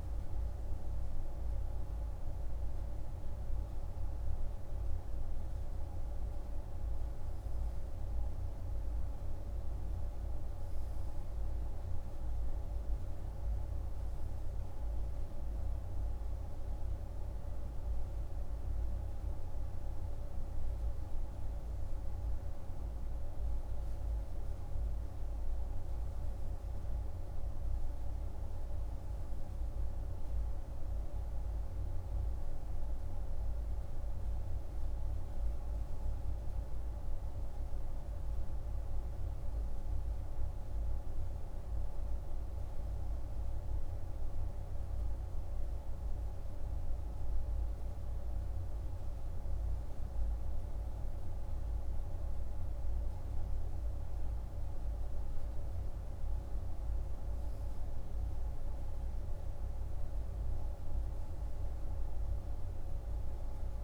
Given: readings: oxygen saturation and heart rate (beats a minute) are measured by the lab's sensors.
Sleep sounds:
breathing in sleep, hard to hear, by a room microphone; none
none scored
From the record:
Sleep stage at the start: N2 (light sleep); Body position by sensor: on the right side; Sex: male

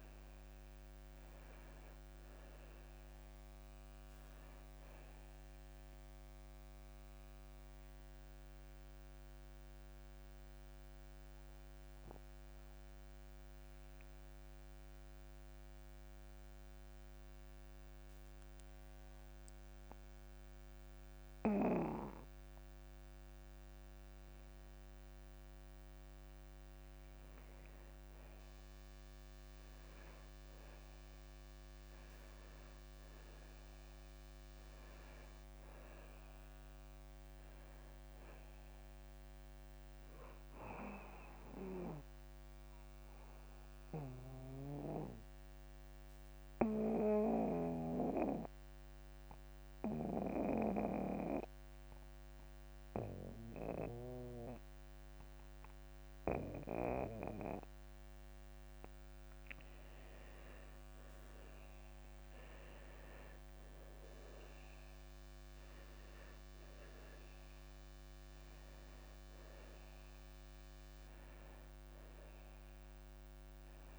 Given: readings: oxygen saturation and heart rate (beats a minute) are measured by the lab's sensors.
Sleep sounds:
breathing in sleep by a microphone on the trachea; 2
0.00-23.50 s: oxygen desaturation (device-marked, oxygen 91% lowest, heart rate 55 extreme)
9.00-25.00 s: obstructive apnea (oxygen 98% before, 90% lowest, heart rate 60 before, 55 extreme, up 4 after)
29.00-32.00 s: arousal
38.50-61.50 s: oxygen desaturation (device-marked, oxygen 97% before, 91% lowest, heart rate 57 before, 54 extreme)
44.00-60.50 s: mixed apnea (oxygen 97% before, 89% lowest, heart rate 58 before, 54 extreme, up 24 after)
62.50-64.50 s: long interval between heartbeats (device-marked, heart rate 56 before, 78 extreme)
62.50-65.50 s: arousal
68.50-73.99 s: oxygen desaturation (device-marked, oxygen 96% before, 89% lowest, heart rate 63 before, 55 extreme)
From the record:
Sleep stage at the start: N2 (light sleep); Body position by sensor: on the back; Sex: male

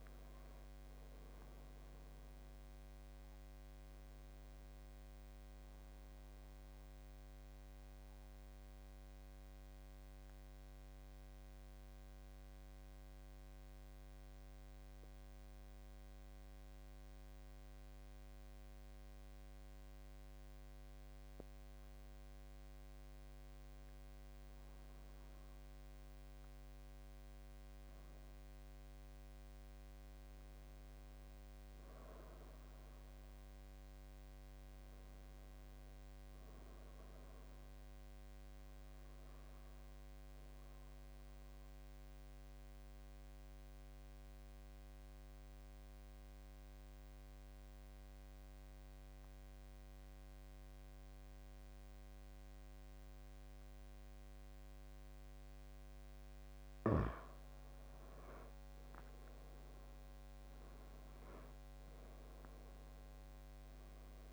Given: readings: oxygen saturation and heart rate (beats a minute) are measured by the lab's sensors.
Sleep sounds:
a person partly awake in a sleep study, hard to hear, by a microphone on the trachea; 2
5.00-64.33 s: new sleep stage, N2 (light sleep)
7.00-21.50 s: central apnea (oxygen 99% before, 87% lowest, heart rate 94 before, 67 extreme, up 9 after)
23.00-26.50 s: arousal
24.00-51.00 s: oxygen desaturation (device-marked, oxygen 98% before, 93% lowest, heart rate 73 before, 71 extreme)
38.50-55.50 s: obstructive apnea (oxygen 98% before, 87% lowest, heart rate 74 before, 70 extreme, up 6 after)
58.00-61.00 s: arousal
59.00-64.33 s: oxygen desaturation (device-marked, oxygen 94% before, 87% lowest, heart rate 80 before, 70 extreme)
From the record:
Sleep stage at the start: awake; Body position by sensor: on the back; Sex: male

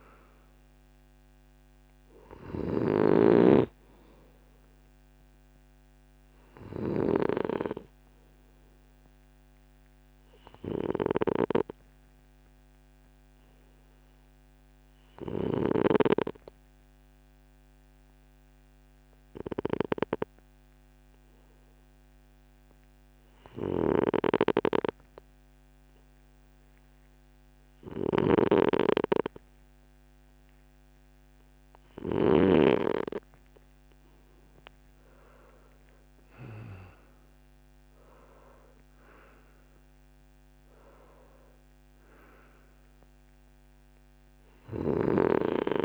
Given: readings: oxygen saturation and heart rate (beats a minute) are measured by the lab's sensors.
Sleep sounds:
breathing in sleep by a microphone on the trachea; 1
8.50-33.50 s: obstructive apnea (oxygen 96% before, 91% lowest)
27.50-32.00 s: snoring (device-marked)
35.50-39.00 s: arousal
36.50-45.85 s: oxygen desaturation (device-marked, oxygen 96% before, 91% lowest)
From the record:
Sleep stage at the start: N2 (light sleep); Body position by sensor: on the right side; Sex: male

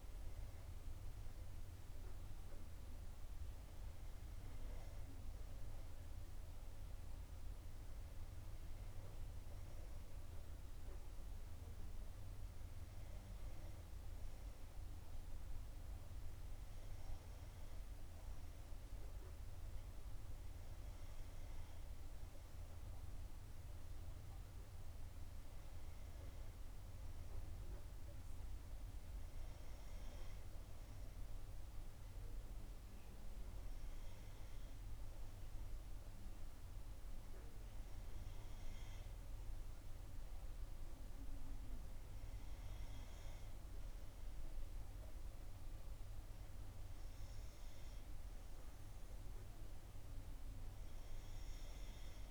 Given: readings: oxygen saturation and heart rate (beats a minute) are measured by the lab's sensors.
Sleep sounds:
breathing in sleep, hard to hear, by a room microphone; none
none scored
From the record:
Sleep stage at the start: N2 (light sleep); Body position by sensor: on the back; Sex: female

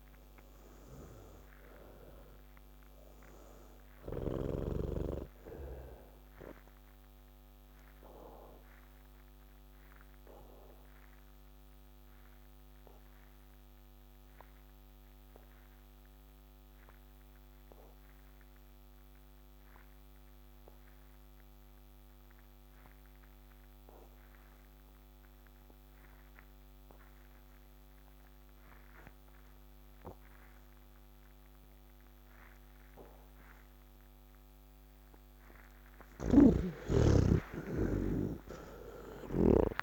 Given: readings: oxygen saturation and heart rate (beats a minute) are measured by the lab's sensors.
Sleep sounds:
breathing in sleep by a microphone on the trachea; 1
0.00-5.00 s: snoring (device-marked)
0.00-21.50 s: oxygen desaturation (device-marked, oxygen 82% lowest, heart rate 47 extreme)
7.50-35.50 s: obstructive apnea (oxygen 98% before, 80% lowest, heart rate 102 before, 78 extreme, up 37 after)
31.50-39.83 s: oxygen desaturation (device-marked, oxygen 99% before, 80% lowest, heart rate 116 before, 77 extreme)
36.50-39.83 s: snoring (device-marked)
From the record:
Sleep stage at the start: N3 (deep sleep); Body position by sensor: on the back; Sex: male

